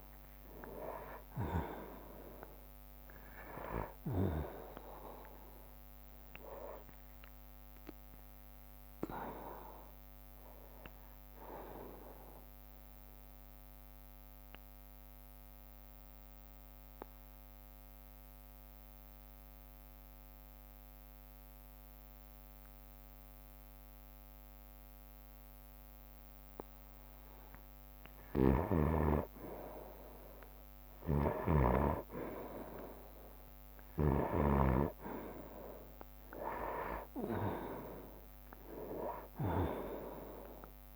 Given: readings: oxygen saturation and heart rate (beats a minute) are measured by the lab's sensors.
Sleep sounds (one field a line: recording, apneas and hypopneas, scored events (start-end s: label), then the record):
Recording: breathing in sleep by a microphone on the trachea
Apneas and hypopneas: 1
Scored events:
0.00-10.50 s: drop in pulse transit time (device-marked, heart rate 52 extreme)
13.50-26.50 s: obstructive apnea (oxygen 97% before, 91% lowest, heart rate 63 before, 59 extreme, up 1 after)
16.50-26.50 s: oxygen desaturation (device-marked, oxygen 95% before, 91% lowest, heart rate 64 before, 59 extreme)
24.50-28.50 s: bradycardia (device-marked, heart rate 62 before, 59 extreme)
31.00-34.50 s: snoring (device-marked)
33.00-38.50 s: arousal
33.50-40.96 s: drop in pulse transit time (device-marked, heart rate 60 before, 60 extreme)
34.50-40.96 s: oxygen desaturation (device-marked, oxygen 98% before, 91% lowest, heart rate 60 before, 60 extreme)
From the record:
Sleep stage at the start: N2 (light sleep)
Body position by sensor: on the right side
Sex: male